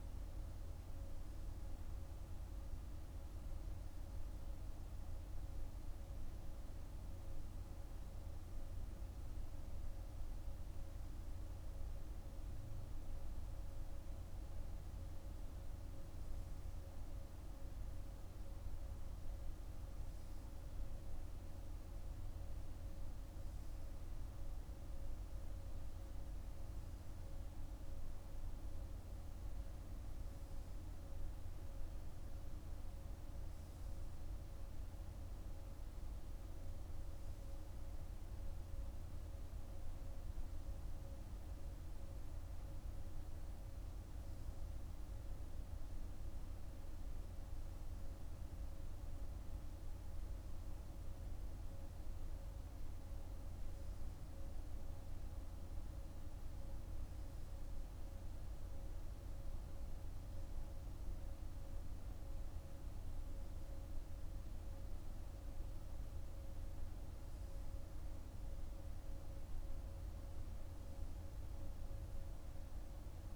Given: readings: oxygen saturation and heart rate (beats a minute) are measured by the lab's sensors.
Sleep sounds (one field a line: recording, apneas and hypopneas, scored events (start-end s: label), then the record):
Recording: breathing in sleep, hard to hear, by a room microphone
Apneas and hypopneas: none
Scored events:
none scored
From the record:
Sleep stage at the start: N3 (deep sleep)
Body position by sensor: on the right side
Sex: male